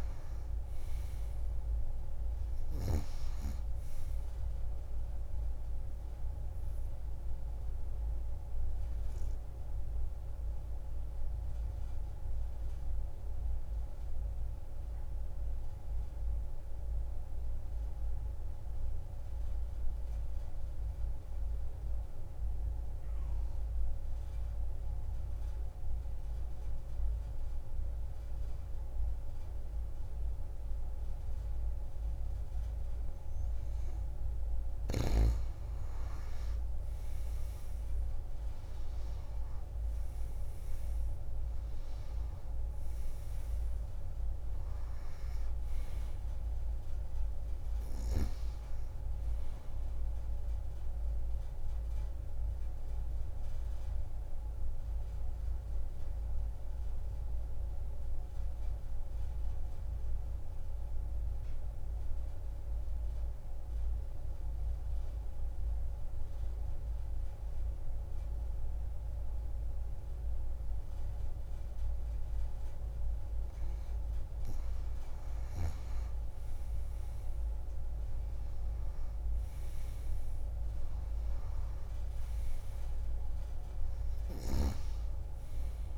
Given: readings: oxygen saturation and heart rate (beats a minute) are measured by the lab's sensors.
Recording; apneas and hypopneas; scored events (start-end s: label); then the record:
breathing in sleep, hard to hear, by a room microphone; 2
0.00-20.00 s: oxygen desaturation (device-marked, oxygen 90% lowest)
6.00-35.50 s: obstructive apnea (oxygen 98% before, 86% lowest)
27.00-65.00 s: oxygen desaturation (device-marked, oxygen 97% before, 86% lowest)
38.50-41.50 s: arousal
50.50-72.50 s: obstructive apnea (oxygen 97% before, 86% lowest)
76.00-79.50 s: arousal
78.00-85.98 s: oxygen desaturation (device-marked, oxygen 97% before, 89% lowest)
From the record:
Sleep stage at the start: N2 (light sleep); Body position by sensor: on the back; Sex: female